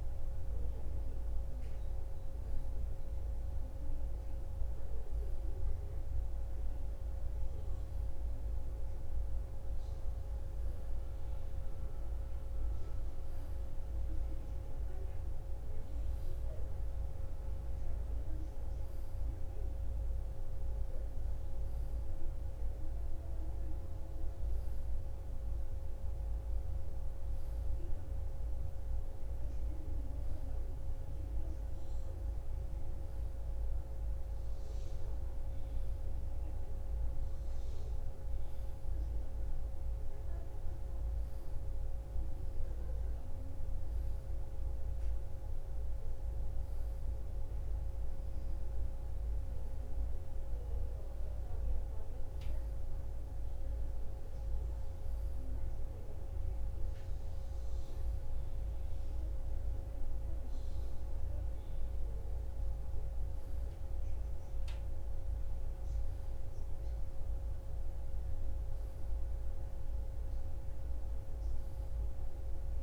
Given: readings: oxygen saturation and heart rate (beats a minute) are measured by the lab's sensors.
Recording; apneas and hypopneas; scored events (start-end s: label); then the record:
breathing in sleep, hard to hear, by a room microphone; none
none scored
From the record:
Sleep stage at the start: N1 (lightest sleep); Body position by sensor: on the right side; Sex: female